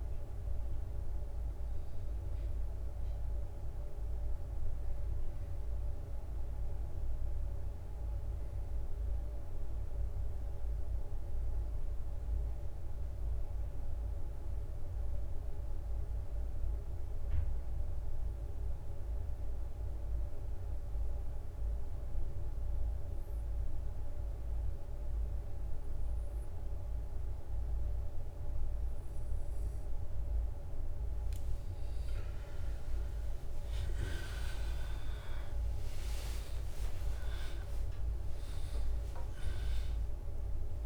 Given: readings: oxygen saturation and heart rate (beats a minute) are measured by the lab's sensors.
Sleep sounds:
a person partly awake in a sleep study, hard to hear, by a room microphone; 1
0.00-32.50 s: bradycardia (device-marked, heart rate 49 extreme)
6.00-29.00 s: obstructive apnea (oxygen 98% before, 94% lowest, heart rate 57 before, 49 extreme, up 45 after)
23.50-40.86 s: new sleep stage, awake
29.50-40.86 s: oxygen desaturation (device-marked, oxygen 98% before, 95% lowest, heart rate 54 before, 59 extreme)
35.50-37.50 s: long interval between heartbeats (device-marked, heart rate 53 before, 95 extreme)
35.50-38.50 s: tachycardia (device-marked, heart rate 59 before, 100 extreme)
35.50-40.86 s: drop in pulse transit time (device-marked, heart rate 53 before, 66 extreme)
From the record:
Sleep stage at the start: N2 (light sleep); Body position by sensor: on the back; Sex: male

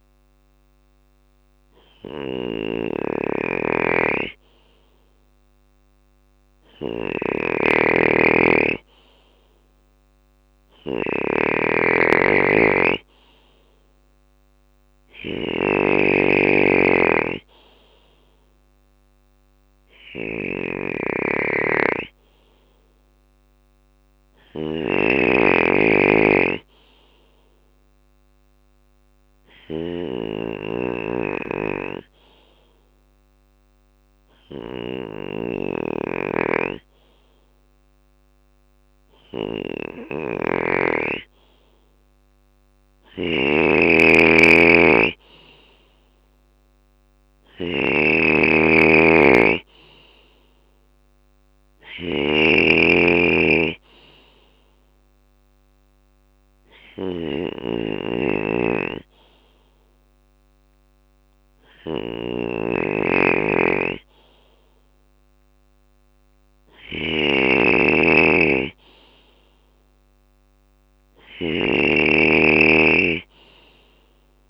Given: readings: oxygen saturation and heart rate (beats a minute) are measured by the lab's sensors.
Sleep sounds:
breathing in sleep by a microphone on the trachea; 2
0.00-74.49 s: snoring (device-marked)
17.00-30.00 s: drop in pulse transit time (device-marked, heart rate 64 before, 62 extreme)
22.50-26.00 s: arousal
27.50-41.00 s: obstructive apnea (oxygen 97% before, 94% lowest, heart rate 64 before, 62 extreme, up 4 after)
44.00-57.00 s: drop in pulse transit time (device-marked, heart rate 63 before, 62 extreme)
46.00-49.50 s: arousal
55.50-66.50 s: obstructive apnea (oxygen 96% before, 94% lowest, heart rate 64 before, 61 extreme, up 3 after)
From the record:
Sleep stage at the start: N2 (light sleep); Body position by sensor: on the left side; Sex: male

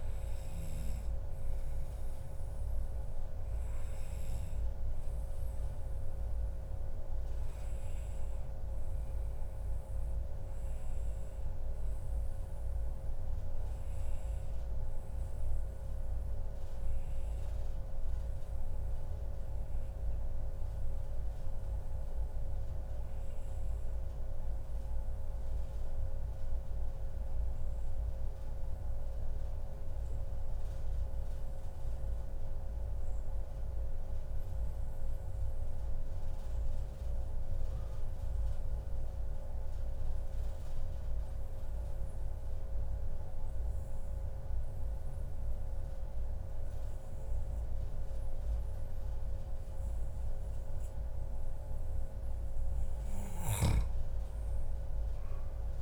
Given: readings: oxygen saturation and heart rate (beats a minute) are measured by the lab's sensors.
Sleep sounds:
breathing in sleep, hard to hear, by a room microphone; 1
2.50-4.50 s: long interval between heartbeats (device-marked, heart rate 140 before, 123 extreme)
4.50-51.50 s: obstructive apnea (oxygen 98% before, 93% lowest, heart rate 140 before, 123 extreme, up 0 after)
25.50-27.50 s: long interval between heartbeats (device-marked, heart rate 137 before, 124 extreme)
44.00-55.82 s: oxygen desaturation (device-marked, oxygen 97% before, 93% lowest, heart rate 136 before, 97 extreme)
54.50-55.82 s: arousal
From the record:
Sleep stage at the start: N2 (light sleep); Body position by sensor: on the back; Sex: male

